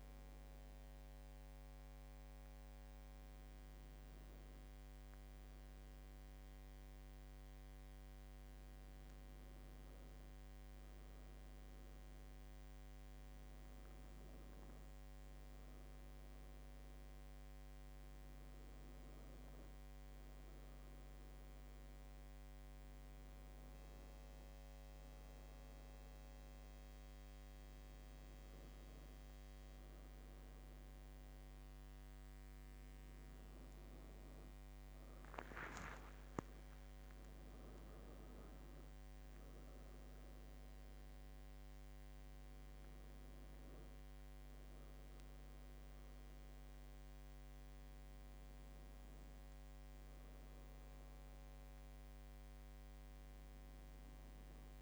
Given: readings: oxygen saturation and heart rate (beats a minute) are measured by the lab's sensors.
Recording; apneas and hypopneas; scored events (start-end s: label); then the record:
a person awake in a sleep study, hard to hear, by a microphone on the trachea; none
47.00-54.82 s: new sleep stage, N1 (lightest sleep)
From the record:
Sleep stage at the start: awake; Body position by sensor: on the right side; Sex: female